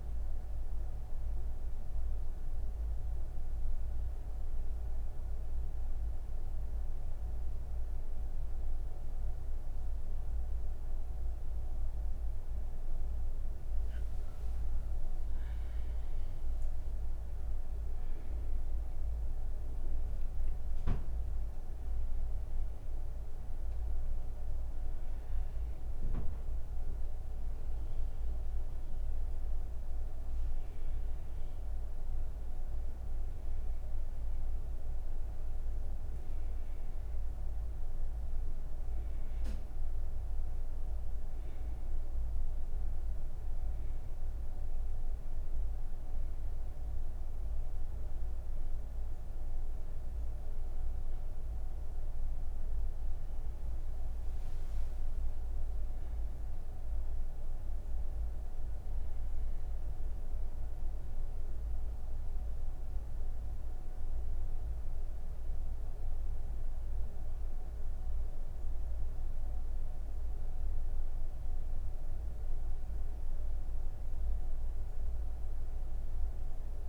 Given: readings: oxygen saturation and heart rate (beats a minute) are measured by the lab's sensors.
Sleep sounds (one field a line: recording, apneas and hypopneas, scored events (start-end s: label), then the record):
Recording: breathing in sleep, hard to hear, by a room microphone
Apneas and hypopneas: none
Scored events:
14.50-61.50 s: oxygen desaturation (device-marked, oxygen 99% before, 88% lowest)
From the record:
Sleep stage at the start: N2 (light sleep)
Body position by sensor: on the right side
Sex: female